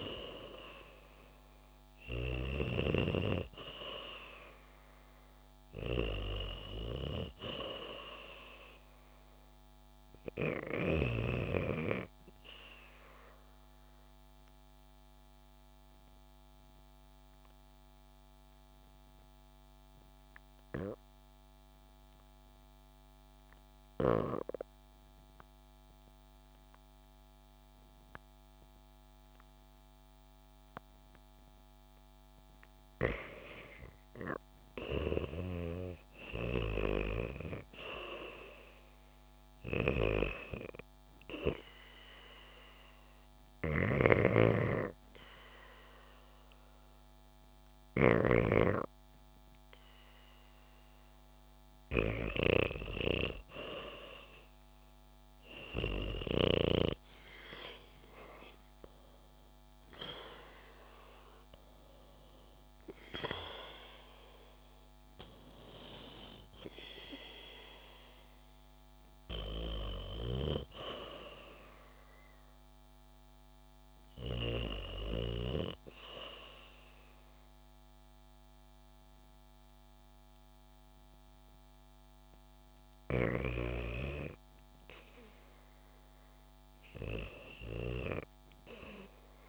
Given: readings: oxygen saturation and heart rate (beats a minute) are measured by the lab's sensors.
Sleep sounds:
breathing in sleep by a microphone on the trachea; 2
13.00-32.50 s: obstructive apnea (oxygen 95% before, 87% lowest, heart rate 75 before, 64 extreme, up 3 after)
35.50-38.50 s: arousal
35.50-54.50 s: oxygen desaturation (device-marked, oxygen 96% before, 87% lowest, heart rate 70 before, 60 extreme)
42.50-53.50 s: hypopnea (oxygen 96% before, 87% lowest, heart rate 68 before, 60 extreme, up 3 after)
52.50-89.49 s: new sleep stage, N2 (light sleep)
57.00-62.00 s: arousal
From the record:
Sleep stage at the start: REM sleep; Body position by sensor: on the back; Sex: female

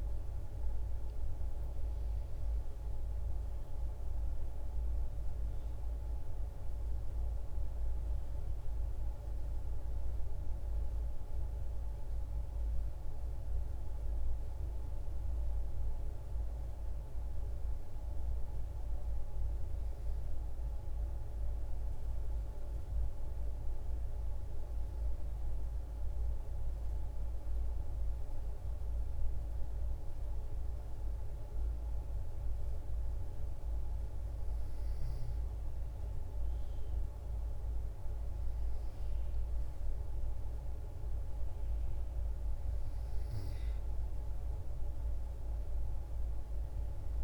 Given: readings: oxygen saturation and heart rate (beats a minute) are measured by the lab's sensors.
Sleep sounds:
breathing in sleep, hard to hear, by a room microphone; none
0.00-4.50 s: oxygen desaturation (device-marked, oxygen 92% lowest, heart rate 54 extreme)
From the record:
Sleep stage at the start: N2 (light sleep); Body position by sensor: on the back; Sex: female

